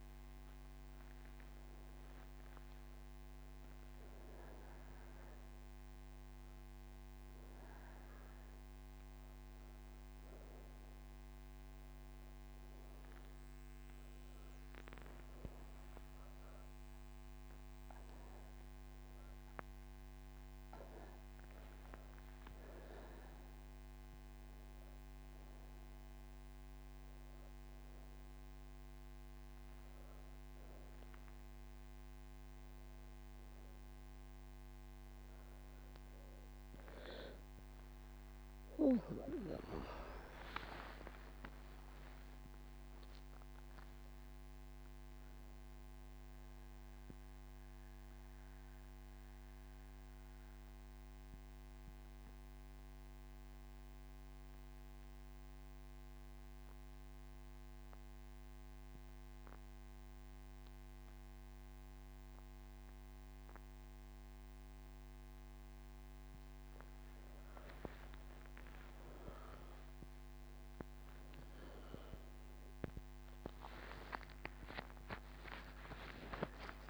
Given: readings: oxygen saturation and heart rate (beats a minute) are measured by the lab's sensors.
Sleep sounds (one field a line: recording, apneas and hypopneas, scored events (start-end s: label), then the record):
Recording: breathing in sleep by a microphone on the trachea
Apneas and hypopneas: 1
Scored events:
29.00-46.00 s: oxygen desaturation (device-marked, oxygen 97% before, 94% lowest)
46.50-66.50 s: obstructive apnea (oxygen 98% before, 95% lowest)
47.00-76.89 s: new sleep stage, N1 (lightest sleep)
From the record:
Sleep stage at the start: N3 (deep sleep)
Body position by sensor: on the back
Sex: female